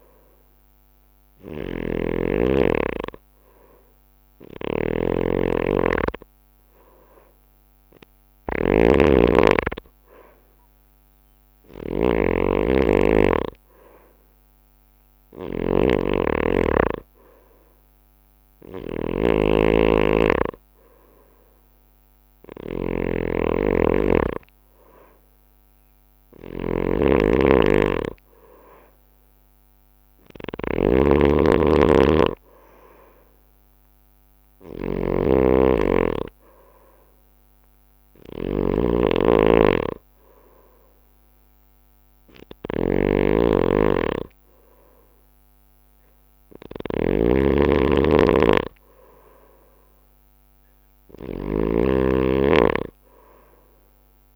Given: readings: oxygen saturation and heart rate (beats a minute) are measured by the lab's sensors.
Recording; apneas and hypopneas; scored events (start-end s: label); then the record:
breathing in sleep by a microphone on the trachea; none
0.00-54.36 s: snoring (device-marked)
From the record:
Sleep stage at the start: N2 (light sleep); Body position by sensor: on the right side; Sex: male